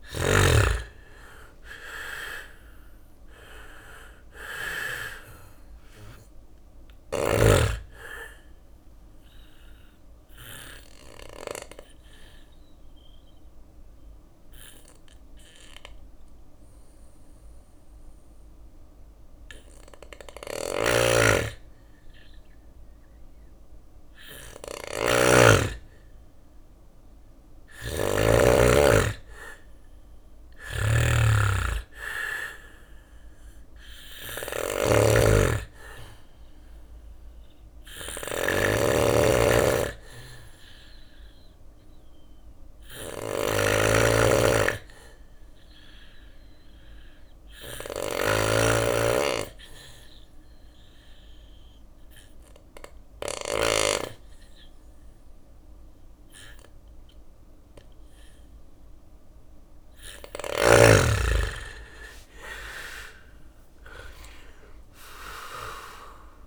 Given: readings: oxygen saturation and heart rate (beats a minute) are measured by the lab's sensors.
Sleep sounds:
breathing in sleep by a room microphone; 2
0.00-3.50 s: arousal
0.00-4.00 s: snoring (device-marked)
0.00-10.50 s: drop in pulse transit time (device-marked, heart rate 60 extreme)
9.50-21.50 s: obstructive apnea (oxygen 95% before, 91% lowest, heart rate 63 before, 58 extreme, up 3 after)
13.50-20.50 s: bradycardia (device-marked, heart rate 61 before, 59 extreme)
16.50-24.50 s: oxygen desaturation (device-marked, oxygen 94% before, 91% lowest, heart rate 63 before, 58 extreme)
19.50-52.50 s: snoring (device-marked)
30.50-35.00 s: arousal
37.50-44.50 s: bradycardia (device-marked, heart rate 61 before, 58 extreme)
43.50-58.50 s: obstructive apnea (oxygen 98% before, 88% lowest, heart rate 61 before, 55 extreme, up 26 after)
45.50-48.50 s: bradycardia (device-marked, heart rate 61 before, 59 extreme)
49.50-57.50 s: bradycardia (device-marked, heart rate 61 before, 59 extreme)
60.50-64.50 s: arousal
62.50-66.46 s: drop in pulse transit time (device-marked, heart rate 59 before, 55 extreme)
63.00-65.00 s: long interval between heartbeats (device-marked, heart rate 59 before, 80 extreme)
From the record:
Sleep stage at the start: N2 (light sleep); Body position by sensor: on the back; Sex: male

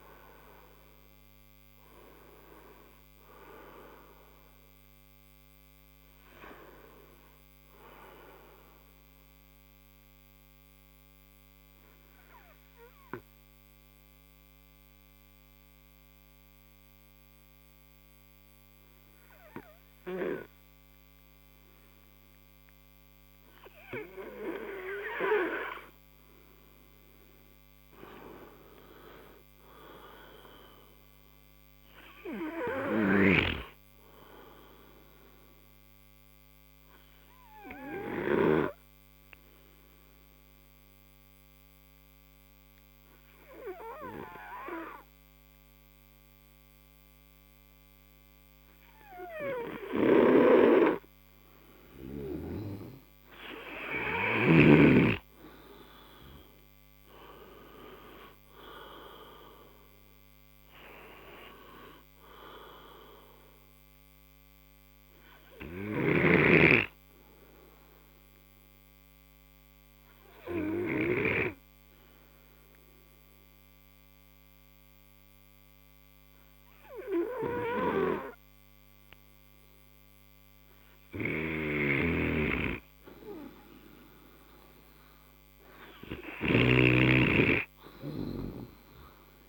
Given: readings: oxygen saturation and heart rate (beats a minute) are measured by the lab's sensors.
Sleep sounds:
breathing in sleep by a microphone on the trachea; 3
0.00-1.00 s: arousal
9.50-26.50 s: obstructive apnea (oxygen 96% before, 88% lowest, heart rate 66 before, 54 extreme, up 15 after)
15.50-20.50 s: oxygen desaturation (device-marked, oxygen 96% before, 88% lowest, heart rate 65 before, 55 extreme)
29.50-32.50 s: arousal
35.50-40.50 s: oxygen desaturation (device-marked, oxygen 96% before, 93% lowest, heart rate 61 before, 55 extreme)
36.50-53.00 s: obstructive apnea (oxygen 97% before, 89% lowest, heart rate 61 before, 53 extreme, up 23 after)
42.50-53.50 s: oxygen desaturation (device-marked, oxygen 96% before, 89% lowest, heart rate 62 before, 53 extreme)
55.50-58.00 s: arousal
68.00-80.50 s: obstructive apnea (oxygen 96% before, 90% lowest, heart rate 67 before, 53 extreme, up 8 after)
72.50-79.50 s: oxygen desaturation (device-marked, oxygen 93% before, 90% lowest, heart rate 66 before, 54 extreme)
83.50-86.00 s: arousal
85.50-89.48 s: oxygen desaturation (device-marked, oxygen 99% before, 91% lowest, heart rate 56 before, 53 extreme)
From the record:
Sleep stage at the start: N2 (light sleep); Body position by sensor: on the right side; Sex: male

